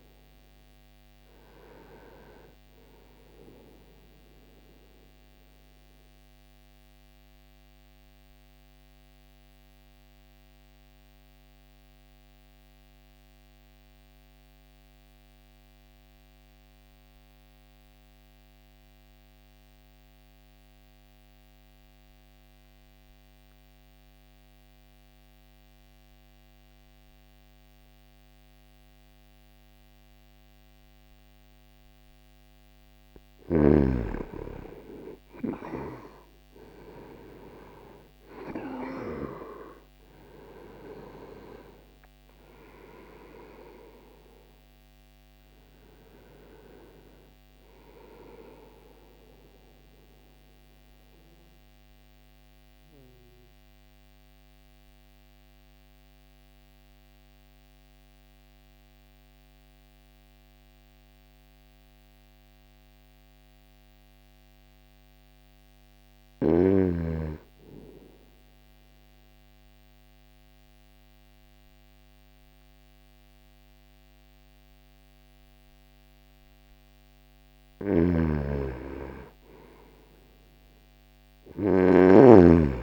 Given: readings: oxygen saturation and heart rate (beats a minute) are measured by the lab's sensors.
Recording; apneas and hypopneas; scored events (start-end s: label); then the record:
breathing in sleep by a microphone on the trachea; 2
0.00-3.00 s: oxygen desaturation (device-marked, oxygen 92% lowest, heart rate 59 extreme)
3.00-32.50 s: obstructive apnea (oxygen 96% before, 90% lowest, heart rate 60 before, 59 extreme, up 2 after)
15.00-25.00 s: oxygen desaturation (device-marked, oxygen 94% before, 90% lowest, heart rate 61 before, 59 extreme)
34.00-51.00 s: oxygen desaturation (device-marked, oxygen 98% before, 93% lowest, heart rate 60 before, 59 extreme)
34.50-40.00 s: arousal
48.50-65.00 s: mixed apnea (oxygen 98% before, 92% lowest, heart rate 61 before, 60 extreme, up 2 after)
67.50-72.00 s: arousal
77.00-82.83 s: snoring (device-marked)
From the record:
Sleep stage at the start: N2 (light sleep); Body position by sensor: on the right side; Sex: male